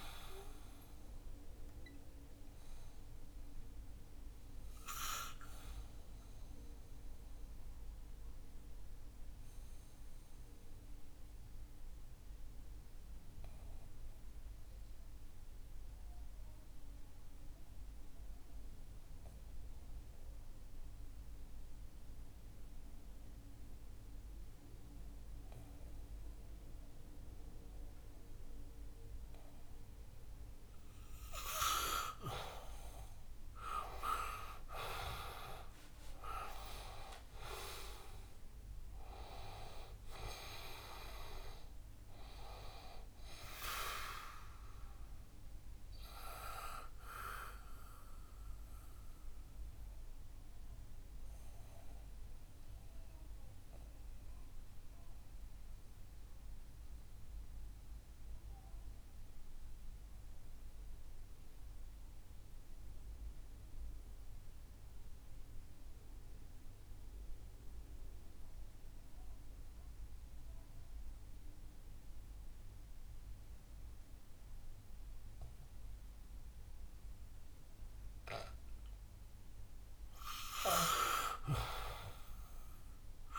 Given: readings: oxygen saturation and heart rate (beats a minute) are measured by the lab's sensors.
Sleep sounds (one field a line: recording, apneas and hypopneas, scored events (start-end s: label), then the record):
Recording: breathing in sleep by a room microphone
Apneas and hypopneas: 2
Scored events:
0.00-23.00 s: oxygen desaturation (device-marked, oxygen 91% lowest, heart rate 61 extreme)
4.50-30.00 s: obstructive apnea (oxygen 97% before, 90% lowest, heart rate 65 before, 61 extreme, up 5 after)
36.00-41.00 s: arousal
37.00-66.00 s: oxygen desaturation (device-marked, oxygen 97% before, 90% lowest, heart rate 64 before, 61 extreme)
47.50-79.00 s: mixed apnea (oxygen 98% before, 89% lowest, heart rate 67 before, 61 extreme, up 3 after)
78.00-83.39 s: oxygen desaturation (device-marked, oxygen 99% before, 89% lowest, heart rate 65 before, 61 extreme)
From the record:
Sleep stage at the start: N2 (light sleep)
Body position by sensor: on the back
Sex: male